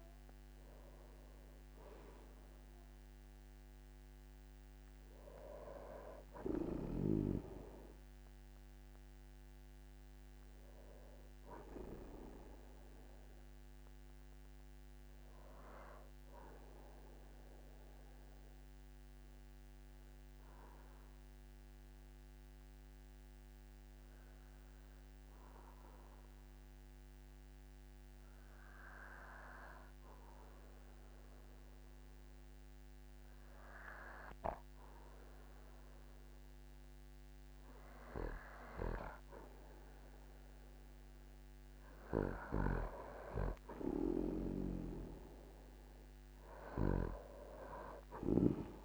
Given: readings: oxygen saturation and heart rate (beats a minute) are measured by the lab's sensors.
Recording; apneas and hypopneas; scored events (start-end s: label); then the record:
breathing in sleep by a microphone on the trachea; 1
0.00-2.00 s: arousal
0.00-25.00 s: oxygen desaturation (device-marked, oxygen 92% lowest, heart rate 44 extreme)
16.50-39.00 s: obstructive apnea (oxygen 97% before, 93% lowest, heart rate 53 before, 44 extreme, up 4 after)
39.00-48.85 s: oxygen desaturation (device-marked, oxygen 99% before, 94% lowest, heart rate 48 before, 43 extreme)
44.50-47.50 s: arousal
From the record:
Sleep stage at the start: N2 (light sleep); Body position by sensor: on the back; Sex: male